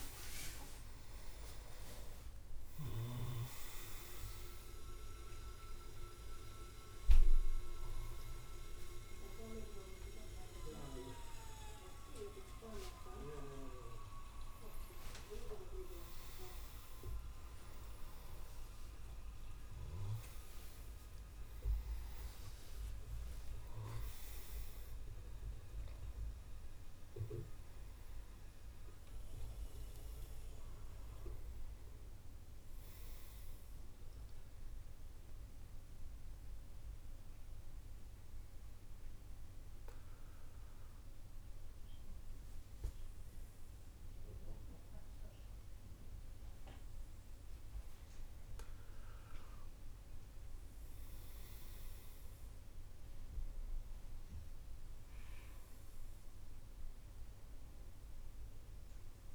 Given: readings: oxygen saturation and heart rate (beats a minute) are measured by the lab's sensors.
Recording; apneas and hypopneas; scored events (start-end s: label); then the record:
a person awake in a sleep study, by a room microphone; none
none scored
From the record:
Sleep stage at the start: awake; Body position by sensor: on the right side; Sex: male